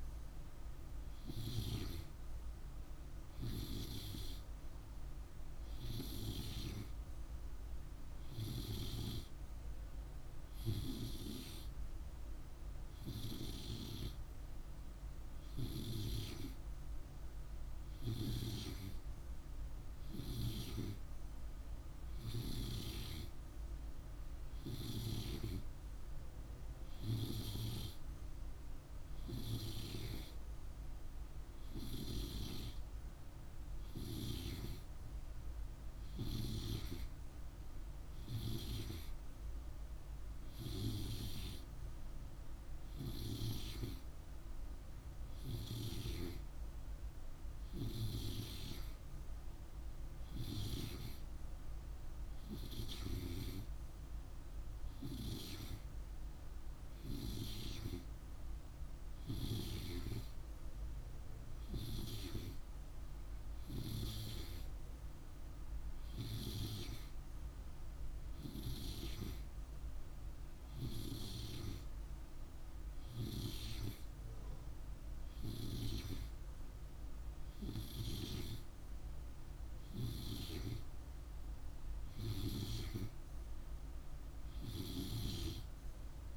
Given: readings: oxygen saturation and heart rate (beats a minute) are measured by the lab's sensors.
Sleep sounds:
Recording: breathing in sleep by a room microphone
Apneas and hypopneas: none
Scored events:
none scored
From the record:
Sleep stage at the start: N2 (light sleep)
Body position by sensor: on the right side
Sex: male

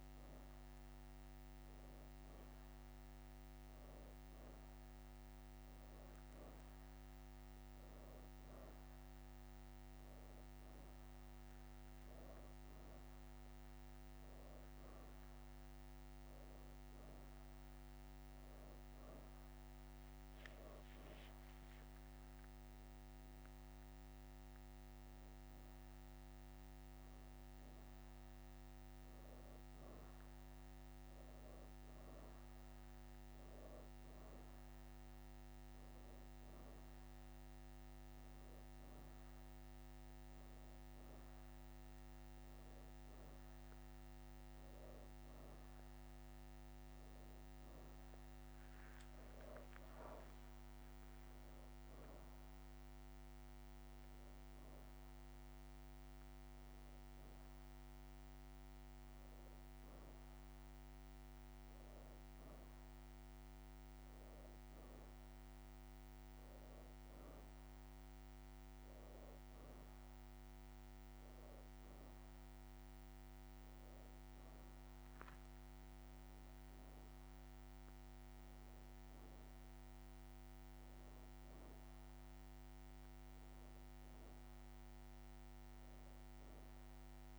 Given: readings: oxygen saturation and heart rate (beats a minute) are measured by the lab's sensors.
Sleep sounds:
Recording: breathing in sleep, hard to hear, by a microphone on the trachea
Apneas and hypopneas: none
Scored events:
6.00-14.00 s: leg movement (device-marked)
34.00-35.00 s: leg movement (device-marked)
40.50-44.00 s: leg movement (device-marked)
41.50-87.39 s: new sleep stage, N2 (light sleep)
42.00-46.00 s: arousal
48.50-52.00 s: leg movement (device-marked)
79.50-81.00 s: leg movement (device-marked)
From the record:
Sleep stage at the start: N1 (lightest sleep)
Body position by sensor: on the back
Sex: female

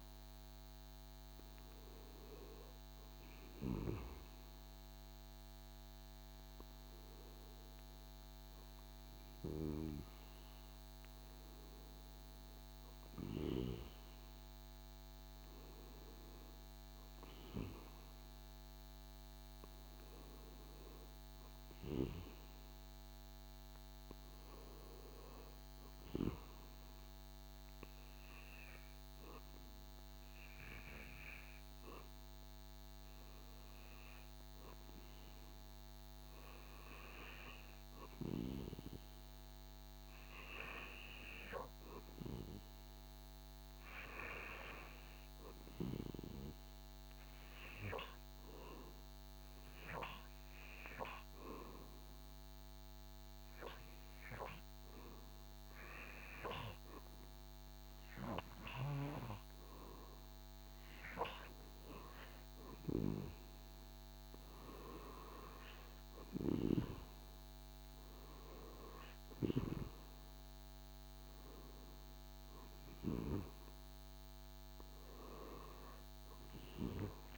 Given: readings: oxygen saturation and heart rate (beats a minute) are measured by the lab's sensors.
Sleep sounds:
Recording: breathing in sleep by a microphone on the trachea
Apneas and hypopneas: 1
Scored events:
48.00-60.50 s: hypopnea (oxygen 97% before, 92% lowest, heart rate 78 before, 77 extreme, up 6 after)
65.50-69.50 s: arousal
From the record:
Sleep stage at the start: N2 (light sleep)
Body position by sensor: on the back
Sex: male

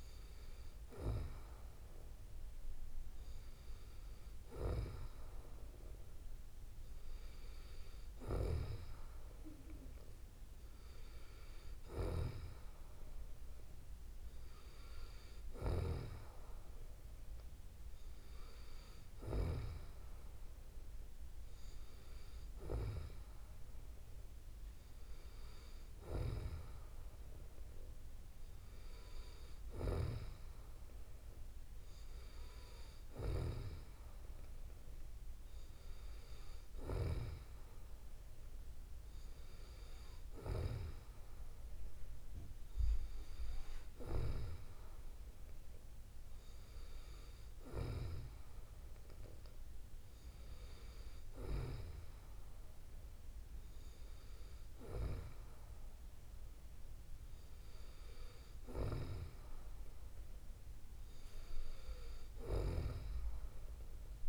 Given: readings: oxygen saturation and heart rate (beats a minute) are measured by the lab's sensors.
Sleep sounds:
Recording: breathing in sleep by a room microphone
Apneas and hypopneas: none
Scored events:
none scored
From the record:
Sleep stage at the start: N2 (light sleep)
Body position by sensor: on the back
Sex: female

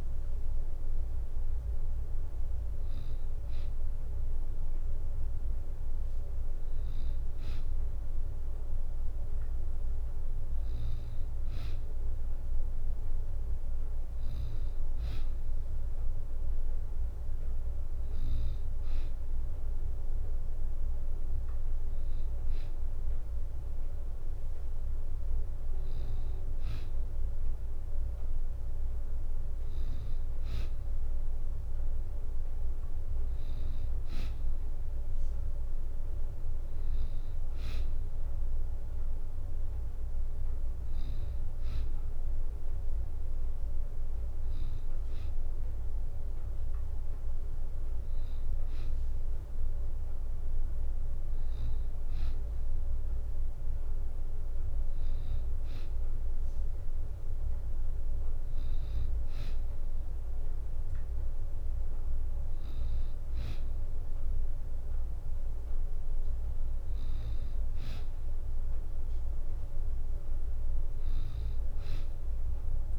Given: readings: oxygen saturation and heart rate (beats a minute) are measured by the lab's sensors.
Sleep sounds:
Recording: breathing in sleep, hard to hear, by a room microphone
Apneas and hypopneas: none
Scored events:
18.00-72.99 s: new sleep stage, N3 (deep sleep)
From the record:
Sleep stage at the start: N2 (light sleep)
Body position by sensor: on the back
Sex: female

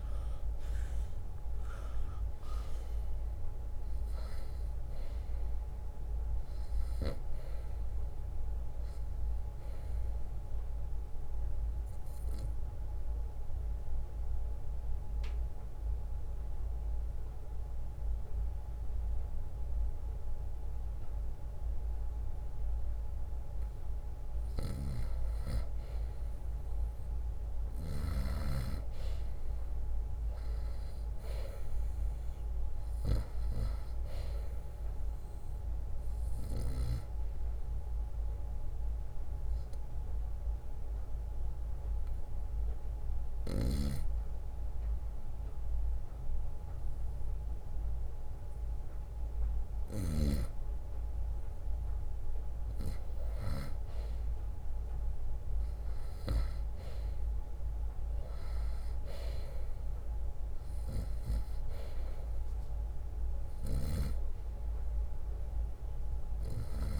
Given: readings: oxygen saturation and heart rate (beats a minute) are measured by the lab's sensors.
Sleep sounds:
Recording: breathing in sleep by a room microphone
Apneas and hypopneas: 2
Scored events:
0.00-10.00 s: drop in pulse transit time (device-marked, heart rate 61 before, 59 extreme)
10.00-27.00 s: oxygen desaturation (device-marked, oxygen 96% before, 90% lowest, heart rate 61 before, 53 extreme)
11.00-23.50 s: obstructive apnea (oxygen 96% before, 90% lowest, heart rate 62 before, 53 extreme, up 0 after)
15.00-29.00 s: bradycardia (device-marked, heart rate 63 before, 53 extreme)
25.00-40.00 s: drop in pulse transit time (device-marked, heart rate 62 before, 53 extreme)
25.50-29.50 s: arousal
39.00-50.00 s: obstructive apnea (oxygen 97% before, 91% lowest, heart rate 60 before, 60 extreme, up 3 after)
43.00-55.00 s: oxygen desaturation (device-marked, oxygen 95% before, 91% lowest, heart rate 60 before, 60 extreme)
53.50-58.00 s: arousal
55.00-67.00 s: drop in pulse transit time (device-marked, heart rate 62 before, 61 extreme)
63.50-67.00 s: snoring (device-marked)
From the record:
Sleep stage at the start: N2 (light sleep)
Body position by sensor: on the right side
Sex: male

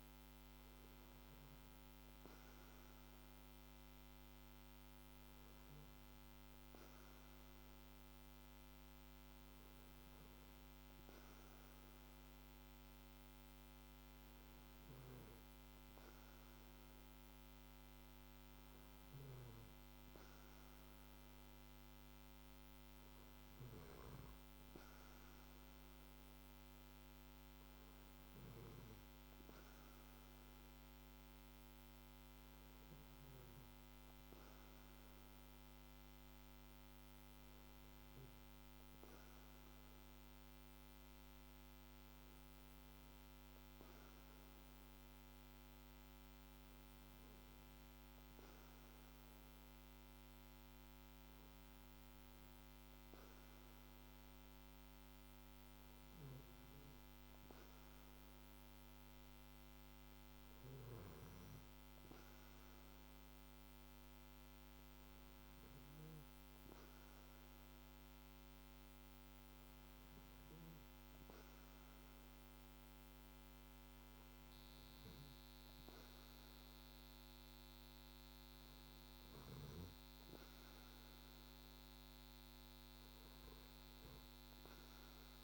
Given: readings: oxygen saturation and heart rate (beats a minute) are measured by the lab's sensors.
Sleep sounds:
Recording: breathing in sleep, hard to hear, by a microphone on the trachea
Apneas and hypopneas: none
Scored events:
none scored
From the record:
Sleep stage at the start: N2 (light sleep)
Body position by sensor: on the back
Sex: male

